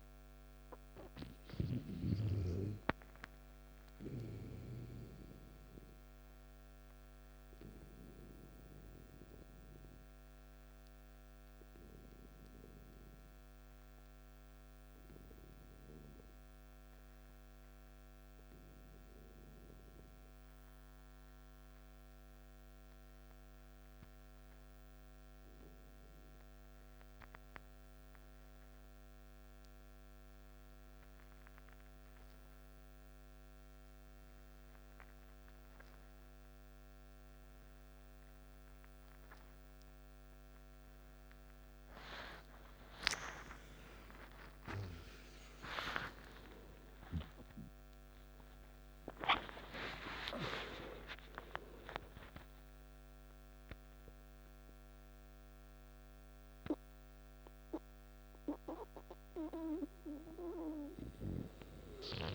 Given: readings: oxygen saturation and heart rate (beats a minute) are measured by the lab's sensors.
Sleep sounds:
breathing in sleep by a microphone on the trachea; 1
0.00-19.00 s: oxygen desaturation (device-marked, oxygen 90% lowest, heart rate 53 extreme)
7.00-42.50 s: obstructive apnea (oxygen 97% before, 88% lowest, heart rate 62 before, 52 extreme, up 14 after)
30.00-51.00 s: oxygen desaturation (device-marked, oxygen 98% before, 90% lowest, heart rate 54 before, 52 extreme)
43.50-49.50 s: arousal
56.00-62.00 s: oxygen desaturation (device-marked, oxygen 92% before, 88% lowest, heart rate 62 before, 52 extreme)
From the record:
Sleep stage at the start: N2 (light sleep); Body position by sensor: on the back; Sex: male

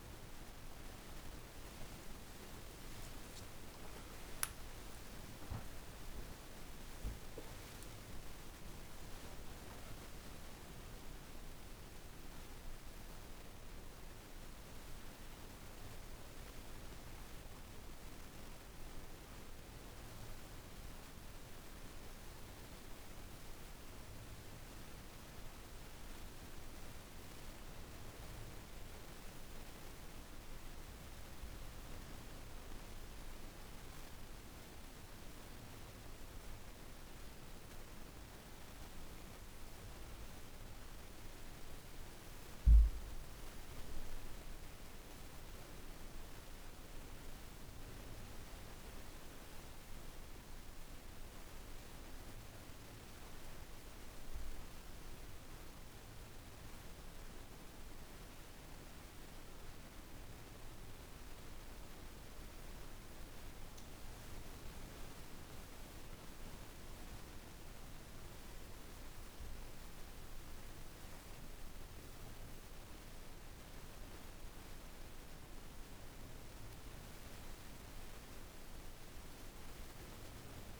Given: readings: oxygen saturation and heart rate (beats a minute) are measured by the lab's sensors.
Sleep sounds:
a person awake in a sleep study, hard to hear, by a room microphone; none
37.00-54.00 s: oxygen desaturation (device-marked, oxygen 97% before, 94% lowest)
From the record:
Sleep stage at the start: awake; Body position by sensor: on the back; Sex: female

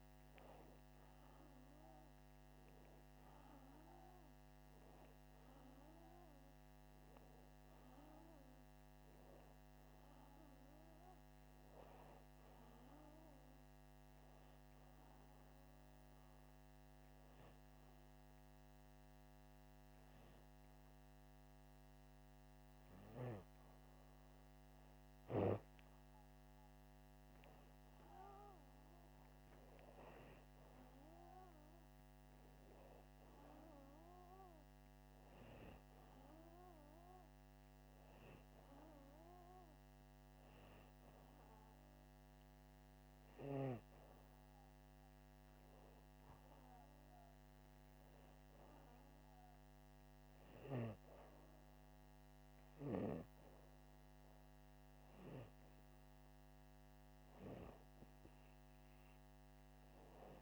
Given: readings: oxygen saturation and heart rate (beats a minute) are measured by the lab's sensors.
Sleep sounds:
breathing in sleep by a microphone on the trachea; 1
13.50-25.50 s: hypopnea (oxygen 95% before, 94% lowest, heart rate 87 before, 80 extreme, up 9 after)
27.00-31.00 s: arousal
From the record:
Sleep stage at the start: N2 (light sleep); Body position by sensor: upright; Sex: male

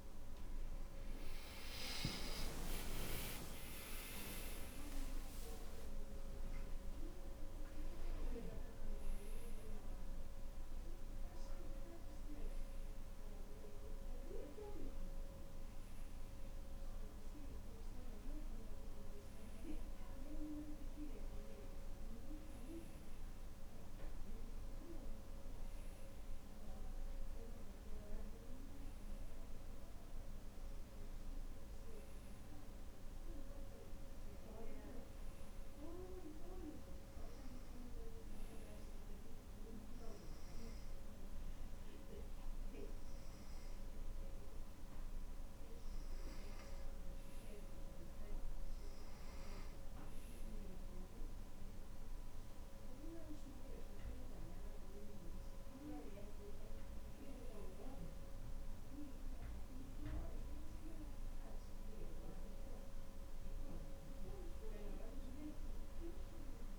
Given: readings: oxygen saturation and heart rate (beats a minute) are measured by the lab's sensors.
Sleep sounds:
breathing in sleep by a room microphone; none
2.50-4.50 s: long interval between heartbeats (device-marked, heart rate 70 before, 83 extreme)
3.00-6.50 s: arousal
From the record:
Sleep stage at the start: N2 (light sleep); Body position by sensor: on the back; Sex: male

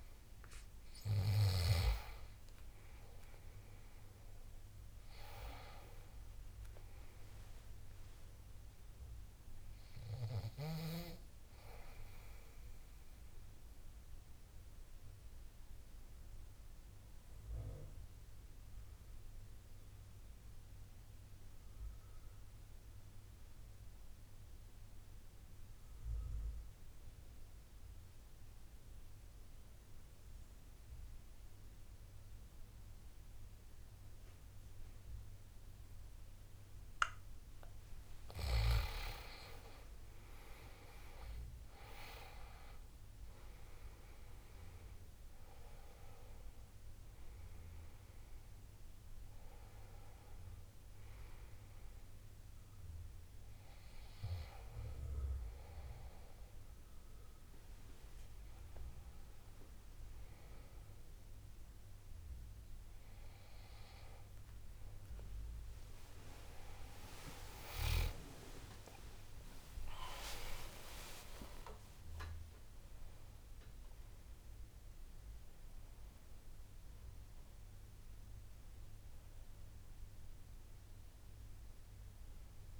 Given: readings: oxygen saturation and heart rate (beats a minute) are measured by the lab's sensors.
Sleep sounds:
breathing in sleep by a room microphone; 1
0.00-1.00 s: arousal
10.00-27.00 s: oxygen desaturation (device-marked, oxygen 97% before, 90% lowest, heart rate 81 before, 69 extreme)
12.00-37.50 s: obstructive apnea (oxygen 97% before, 82% lowest, heart rate 82 before, 69 extreme, up 11 after)
33.00-70.00 s: oxygen desaturation (device-marked, oxygen 98% before, 82% lowest, heart rate 73 before, 71 extreme)
39.00-43.50 s: arousal
70.50-74.00 s: arousal
From the record:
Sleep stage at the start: N2 (light sleep); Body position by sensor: on the back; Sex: male

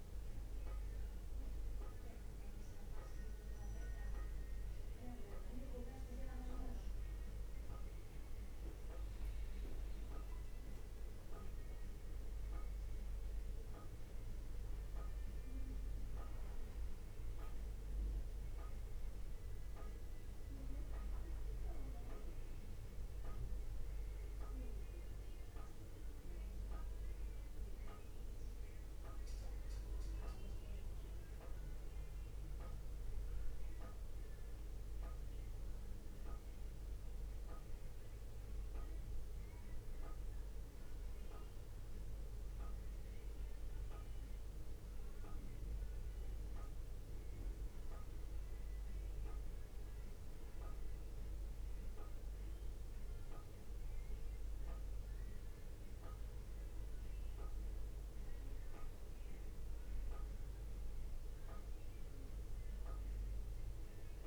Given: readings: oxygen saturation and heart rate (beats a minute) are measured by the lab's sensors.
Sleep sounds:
breathing in sleep, hard to hear, by a room microphone; none
none scored
From the record:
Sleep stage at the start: N1 (lightest sleep); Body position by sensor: on the back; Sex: male

